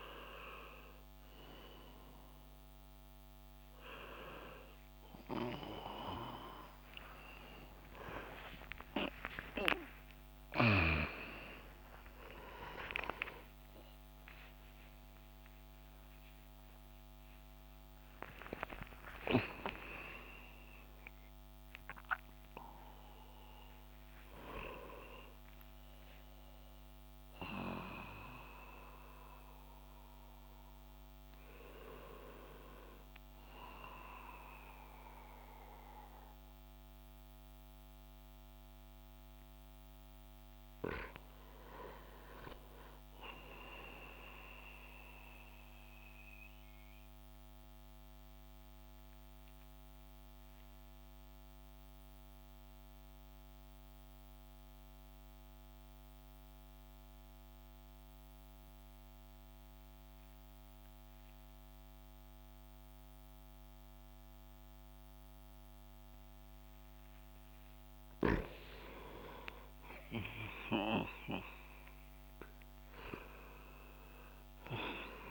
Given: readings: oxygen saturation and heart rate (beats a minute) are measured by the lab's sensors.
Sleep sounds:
a person partly awake in a sleep study, by a microphone on the trachea; 1
8.50-38.50 s: new sleep stage, awake
38.50-68.50 s: new sleep stage, N1 (lightest sleep)
45.00-67.00 s: obstructive apnea (oxygen 100% before, 93% lowest)
68.50-72.00 s: arousal
68.50-75.31 s: new sleep stage, N2 (light sleep)
68.50-75.31 s: oxygen desaturation (device-marked, oxygen 97% before, 93% lowest)
From the record:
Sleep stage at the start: N1 (lightest sleep); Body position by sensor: on the back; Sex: male

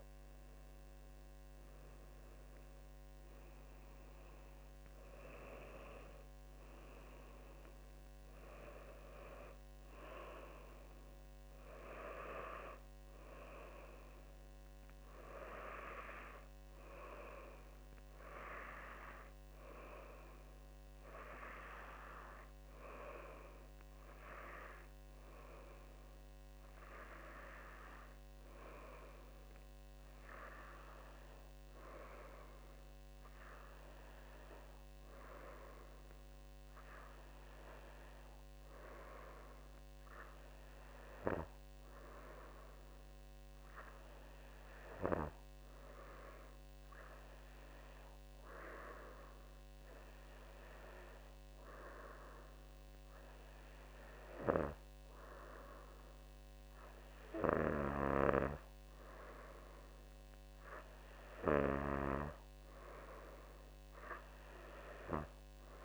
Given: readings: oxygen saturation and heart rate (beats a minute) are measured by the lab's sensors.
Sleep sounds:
breathing in sleep by a microphone on the trachea; none
none scored
From the record:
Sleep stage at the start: N2 (light sleep); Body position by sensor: on the back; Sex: female

